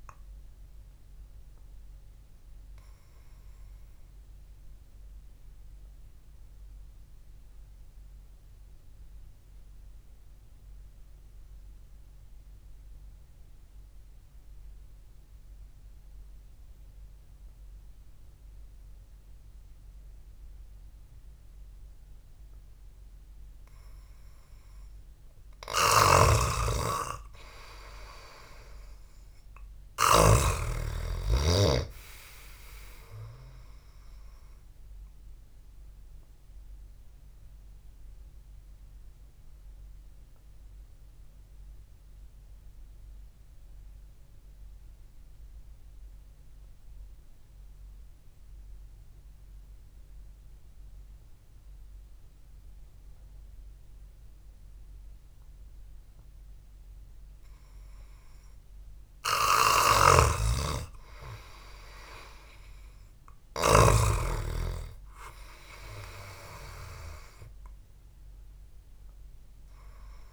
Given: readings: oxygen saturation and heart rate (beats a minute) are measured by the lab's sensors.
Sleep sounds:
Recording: breathing in sleep by a room microphone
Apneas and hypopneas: 2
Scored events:
2.00-23.00 s: obstructive apnea (oxygen 97% before, 91% lowest, heart rate 61 before, 53 extreme)
15.00-23.00 s: oxygen desaturation (device-marked, oxygen 95% before, 91% lowest, heart rate 60 before, 53 extreme)
26.00-31.00 s: snoring (device-marked)
26.50-30.00 s: arousal
37.00-59.00 s: obstructive apnea (oxygen 98% before, 91% lowest, heart rate 60 before, 55 extreme, up 1 after)
53.00-59.00 s: oxygen desaturation (device-marked, oxygen 95% before, 92% lowest, heart rate 60 before, 55 extreme)
60.00-64.50 s: snoring (device-marked)
62.00-66.50 s: arousal
From the record:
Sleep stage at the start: N2 (light sleep)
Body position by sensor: on the back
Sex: male

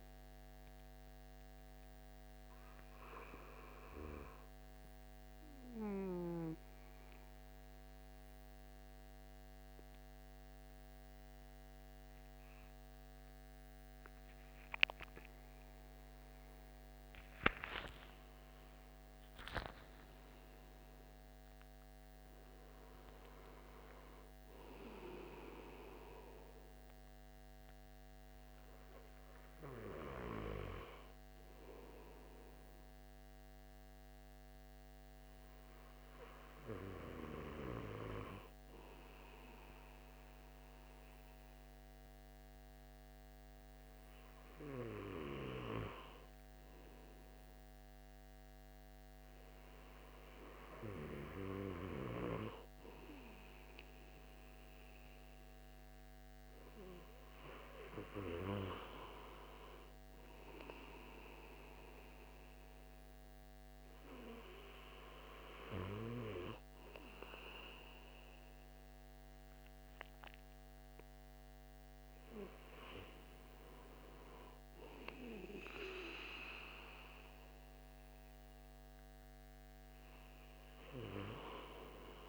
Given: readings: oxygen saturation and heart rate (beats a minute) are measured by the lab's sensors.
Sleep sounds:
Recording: breathing in sleep by a microphone on the trachea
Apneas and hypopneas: 1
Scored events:
5.50-18.00 s: mixed apnea (oxygen 97% before, 94% lowest, heart rate 113 before, 57 extreme, up 24 after)
18.50-24.00 s: arousal
From the record:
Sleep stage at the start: N2 (light sleep)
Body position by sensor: on the back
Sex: male

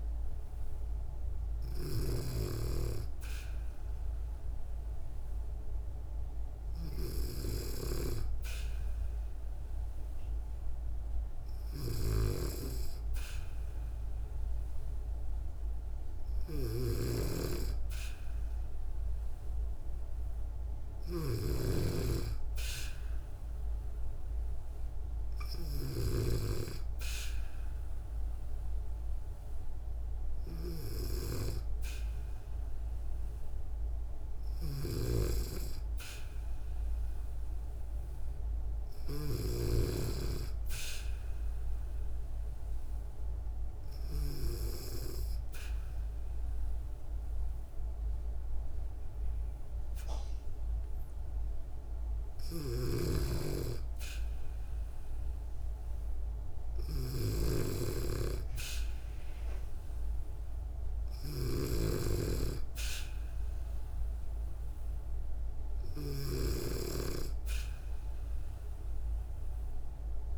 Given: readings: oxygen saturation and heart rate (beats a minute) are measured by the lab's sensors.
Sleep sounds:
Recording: breathing in sleep by a room microphone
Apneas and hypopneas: 1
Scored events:
16.00-21.00 s: snoring (device-marked)
34.00-39.00 s: snoring (device-marked)
40.50-51.50 s: obstructive apnea (oxygen 96% before, 94% lowest, heart rate 64 before, 61 extreme, up 2 after)
52.00-70.38 s: snoring (device-marked)
53.50-57.50 s: arousal
From the record:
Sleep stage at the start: N2 (light sleep)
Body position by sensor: on the back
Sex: female

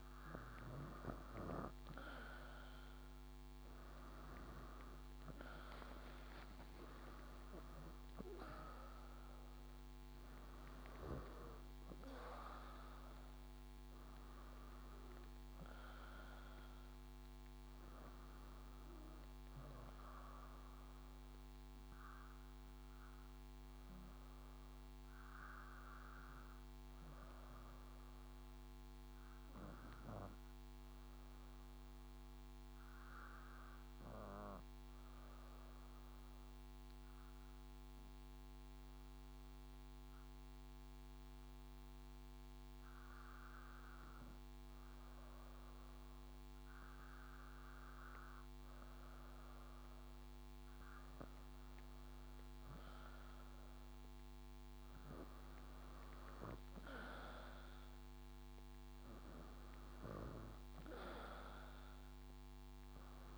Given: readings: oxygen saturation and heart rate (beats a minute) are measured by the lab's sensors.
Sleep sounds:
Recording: breathing in sleep by a microphone on the trachea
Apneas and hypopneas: 1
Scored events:
0.00-18.50 s: oxygen desaturation (device-marked, oxygen 88% lowest, heart rate 56 extreme)
0.00-20.50 s: drop in pulse transit time (device-marked, heart rate 63 extreme)
5.00-9.50 s: leg movement (device-marked)
6.50-11.50 s: arousal
26.50-50.00 s: obstructive apnea (oxygen 93% before, 95% lowest, heart rate 73 before, 56 extreme, up 7 after)
40.00-41.50 s: leg movement (device-marked)
46.50-63.37 s: drop in pulse transit time (device-marked, heart rate 58 before, 56 extreme)
53.50-57.00 s: arousal
From the record:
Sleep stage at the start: REM sleep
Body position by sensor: on the back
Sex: female

